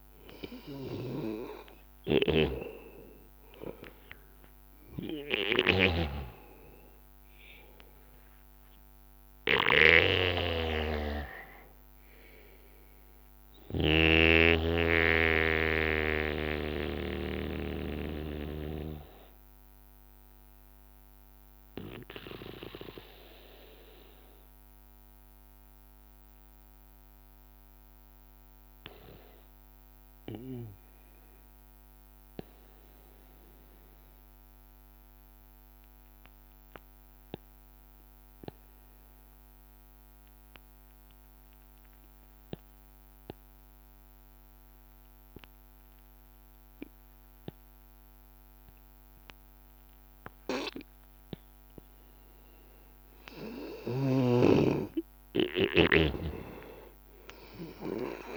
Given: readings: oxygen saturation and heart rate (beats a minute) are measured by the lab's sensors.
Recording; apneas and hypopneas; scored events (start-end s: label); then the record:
breathing in sleep by a microphone on the trachea; 1
0.00-24.50 s: oxygen desaturation (device-marked, oxygen 95% lowest, heart rate 79 extreme)
4.00-9.00 s: arousal
15.00-52.00 s: hypopnea (oxygen 98% before, 94% lowest, heart rate 82 before, 79 extreme, up 1 after)
42.50-58.37 s: oxygen desaturation (device-marked, oxygen 99% before, 94% lowest, heart rate 81 before, 79 extreme)
53.00-58.00 s: arousal
From the record:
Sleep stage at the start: N2 (light sleep); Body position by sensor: on the back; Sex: male